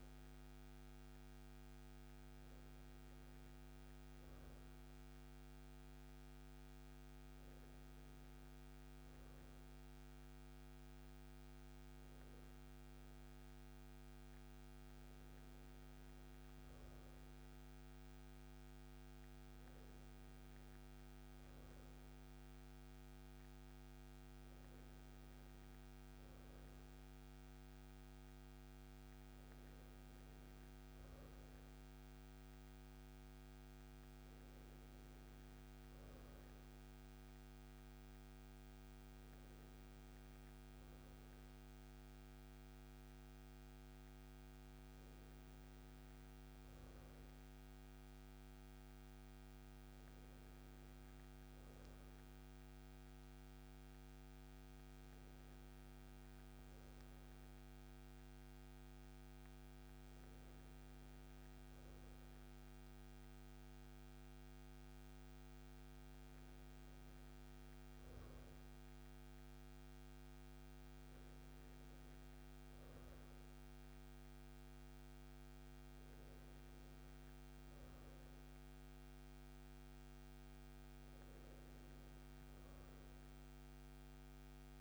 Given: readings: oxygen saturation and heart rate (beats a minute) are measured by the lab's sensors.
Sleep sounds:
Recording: a person awake in a sleep study, hard to hear, by a microphone on the trachea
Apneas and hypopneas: none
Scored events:
none scored
From the record:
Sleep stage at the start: awake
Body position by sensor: on the right side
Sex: male

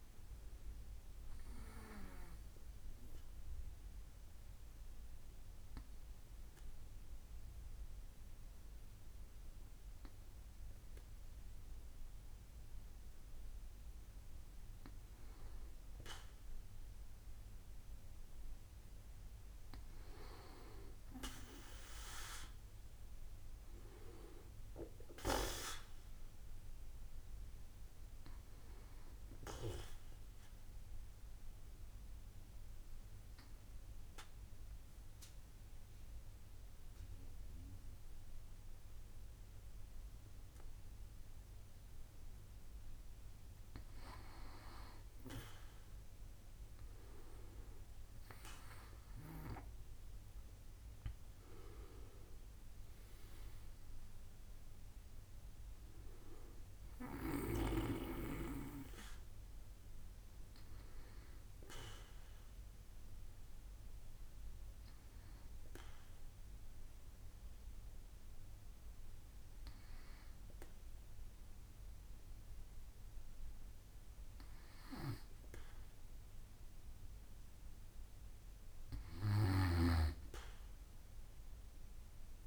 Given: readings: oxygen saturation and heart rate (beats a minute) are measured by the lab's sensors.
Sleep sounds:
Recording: breathing in sleep by a room microphone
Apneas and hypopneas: 3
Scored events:
2.50-13.00 s: obstructive apnea (oxygen 96% before, 95% lowest, heart rate 70 before, 65 extreme, up 4 after)
21.50-26.00 s: arousal
31.00-43.00 s: obstructive apnea (oxygen 97% before, 95% lowest, heart rate 69 before, 66 extreme, up 3 after)
45.50-49.50 s: arousal
63.00-78.00 s: hypopnea (oxygen 97% before, 94% lowest, heart rate 72 before, 65 extreme, up 5 after)
80.50-82.47 s: arousal
From the record:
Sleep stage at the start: N2 (light sleep)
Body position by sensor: on the back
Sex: male

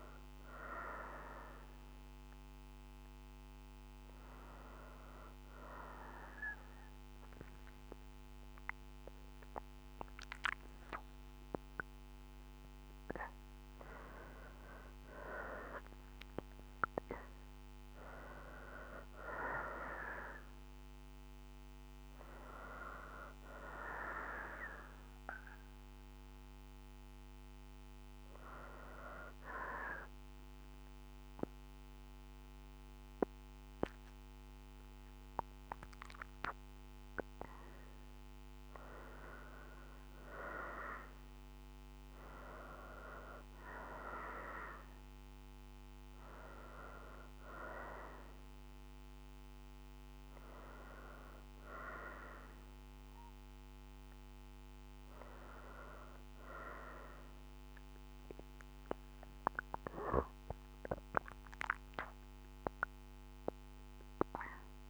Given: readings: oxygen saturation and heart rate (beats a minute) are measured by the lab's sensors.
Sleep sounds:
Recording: a person partly awake in a sleep study, by a microphone on the trachea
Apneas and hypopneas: 1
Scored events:
0.00-1.00 s: oxygen desaturation (device-marked, oxygen 88% lowest, heart rate 63 extreme)
8.00-64.90 s: new sleep stage, N2 (light sleep)
21.00-31.00 s: oxygen desaturation (device-marked, oxygen 96% before, 91% lowest, heart rate 75 before, 62 extreme)
29.50-39.50 s: hypopnea (oxygen 96% before, 88% lowest, heart rate 76 before, 61 extreme, up 2 after)
42.00-45.50 s: arousal
43.00-56.00 s: oxygen desaturation (device-marked, oxygen 95% before, 88% lowest, heart rate 64 before, 61 extreme)
From the record:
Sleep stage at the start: awake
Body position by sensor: on the right side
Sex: female

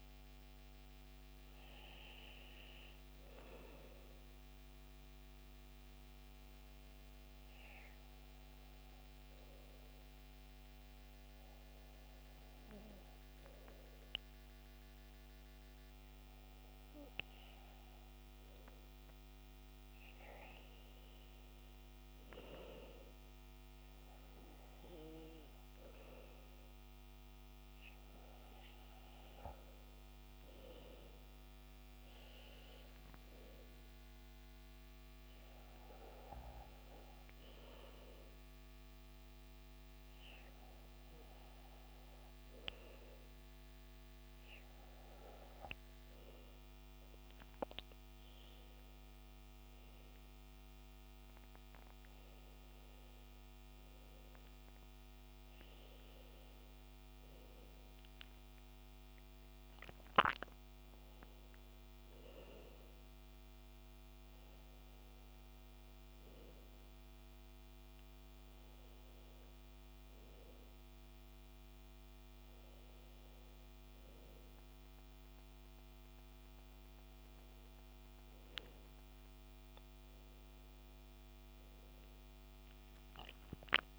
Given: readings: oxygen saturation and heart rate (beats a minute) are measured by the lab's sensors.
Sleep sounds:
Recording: breathing in sleep by a microphone on the trachea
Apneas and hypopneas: 2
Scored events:
4.00-17.00 s: hypopnea (oxygen 98% before, 96% lowest, heart rate 66 before, 57 extreme, up 4 after)
19.00-22.50 s: arousal
35.00-46.50 s: hypopnea (oxygen 98% before, 96% lowest, heart rate 62 before, 61 extreme, up 11 after)
46.50-76.50 s: new sleep stage, N1 (lightest sleep)
49.00-54.00 s: arousal
76.50-83.98 s: new sleep stage, awake
From the record:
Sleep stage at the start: N2 (light sleep)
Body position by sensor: on the back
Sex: male

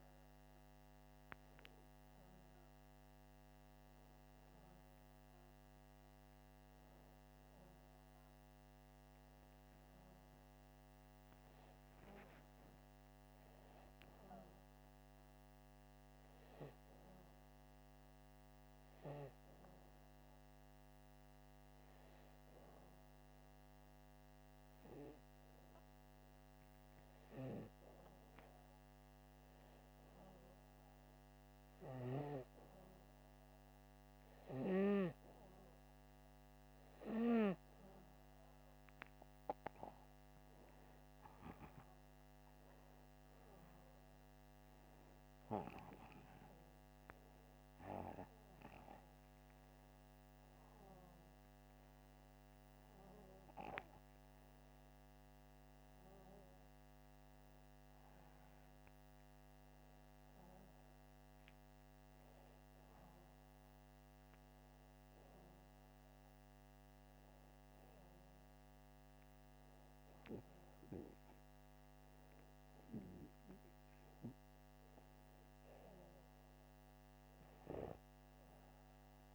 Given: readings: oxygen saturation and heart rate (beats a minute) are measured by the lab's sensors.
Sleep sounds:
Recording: breathing in sleep by a microphone on the trachea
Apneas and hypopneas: none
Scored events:
none scored
From the record:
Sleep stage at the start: N2 (light sleep)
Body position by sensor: upright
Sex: male

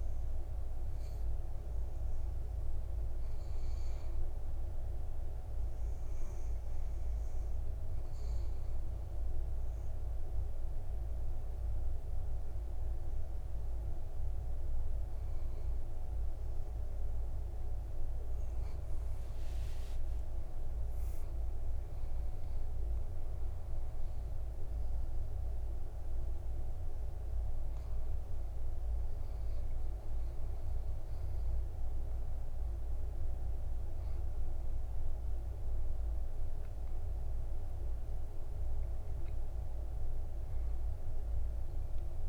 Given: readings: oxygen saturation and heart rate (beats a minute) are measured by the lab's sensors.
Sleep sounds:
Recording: breathing in sleep, hard to hear, by a room microphone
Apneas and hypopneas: 1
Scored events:
8.00-18.50 s: obstructive apnea (oxygen 100% before, 95% lowest, heart rate 57 before, 48 extreme, up 9 after)
19.50-23.50 s: arousal
21.50-39.50 s: oxygen desaturation (device-marked, oxygen 99% before, 95% lowest, heart rate 59 before, 48 extreme)
From the record:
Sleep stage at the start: REM sleep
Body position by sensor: on the back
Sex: male

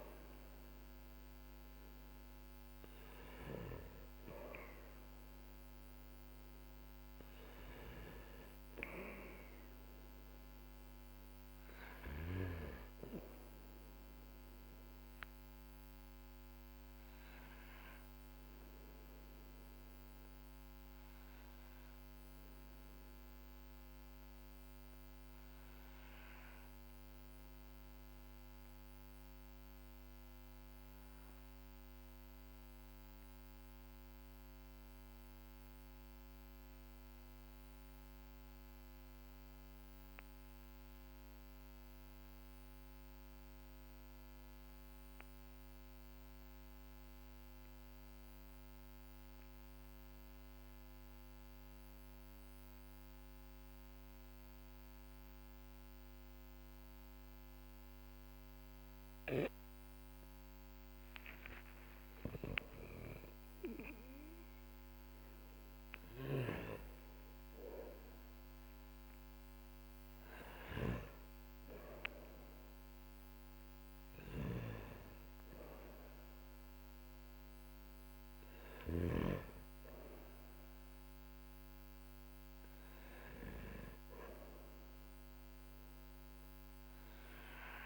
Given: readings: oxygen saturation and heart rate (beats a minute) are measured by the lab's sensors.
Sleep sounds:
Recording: breathing in sleep by a microphone on the trachea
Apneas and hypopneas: 1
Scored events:
0.00-34.50 s: oxygen desaturation (device-marked, oxygen 92% lowest, heart rate 45 extreme)
16.00-59.00 s: obstructive apnea (oxygen 98% before, 90% lowest, heart rate 53 before, 45 extreme, up 14 after)
54.50-87.86 s: oxygen desaturation (device-marked, oxygen 99% before, 90% lowest, heart rate 55 before, 43 extreme)
57.50-87.86 s: new sleep stage, N1 (lightest sleep)
61.00-67.50 s: arousal
From the record:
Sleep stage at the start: N2 (light sleep)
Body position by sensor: on the back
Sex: male

